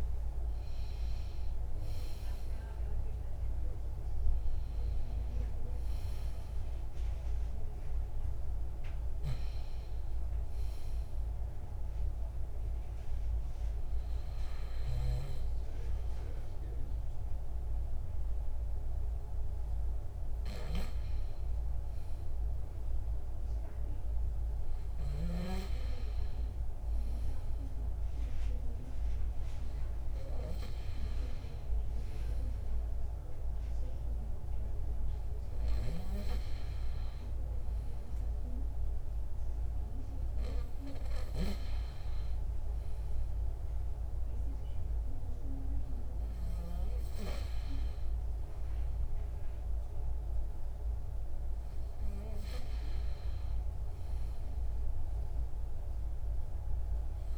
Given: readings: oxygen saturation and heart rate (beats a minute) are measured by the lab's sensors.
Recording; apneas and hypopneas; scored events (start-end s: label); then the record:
breathing in sleep by a room microphone; none
0.00-3.00 s: arousal
From the record:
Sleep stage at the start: N2 (light sleep); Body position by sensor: on the back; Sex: male